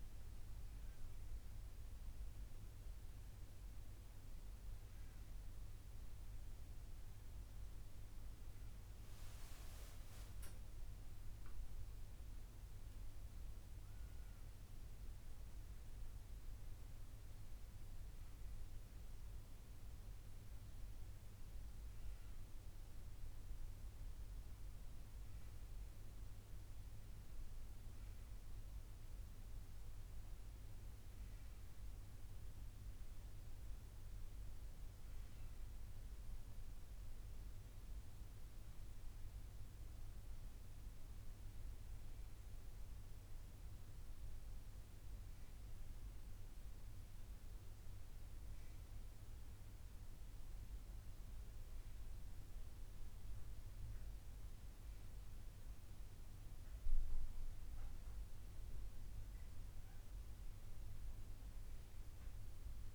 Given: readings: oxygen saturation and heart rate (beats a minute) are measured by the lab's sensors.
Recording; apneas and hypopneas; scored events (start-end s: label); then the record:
a person awake in a sleep study, hard to hear, by a room microphone; none
none scored
From the record:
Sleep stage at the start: awake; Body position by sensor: on the right side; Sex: female